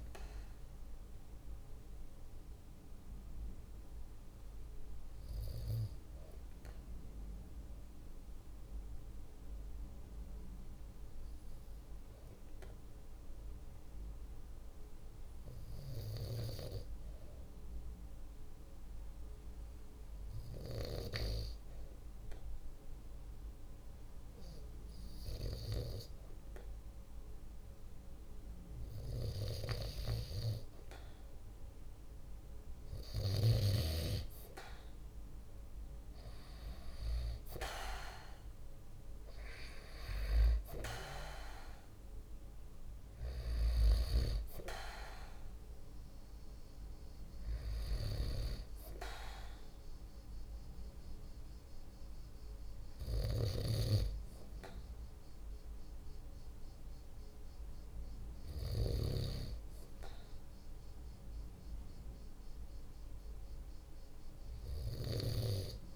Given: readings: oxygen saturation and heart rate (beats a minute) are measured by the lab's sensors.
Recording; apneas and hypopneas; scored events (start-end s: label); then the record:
breathing in sleep by a room microphone; 1
0.50-30.50 s: hypopnea (oxygen 96% before, 93% lowest, heart rate 51 before, 48 extreme, up 2 after)
35.00-39.00 s: arousal
43.50-65.96 s: oxygen desaturation (device-marked, oxygen 96% before, 93% lowest, heart rate 49 before, 47 extreme)
From the record:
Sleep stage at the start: N2 (light sleep); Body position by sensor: on the right side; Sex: male